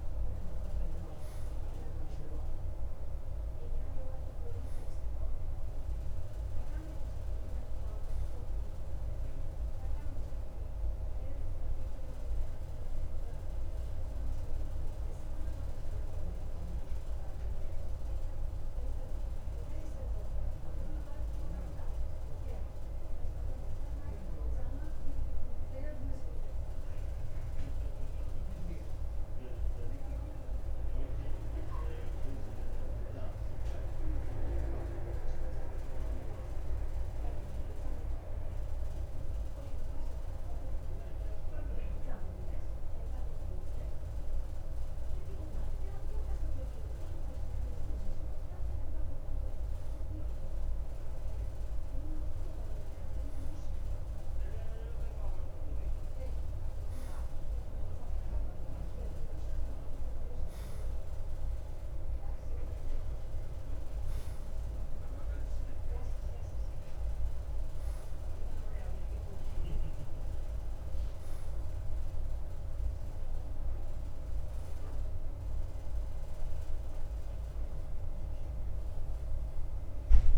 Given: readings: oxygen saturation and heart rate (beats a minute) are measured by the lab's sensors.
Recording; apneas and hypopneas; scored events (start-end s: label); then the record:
breathing in sleep, hard to hear, by a room microphone; 1
20.50-45.50 s: obstructive apnea (oxygen 94% before, 92% lowest, heart rate 55 before, 45 extreme, up 2 after)
48.50-53.00 s: arousal
From the record:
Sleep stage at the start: N2 (light sleep); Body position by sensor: on the right side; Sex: male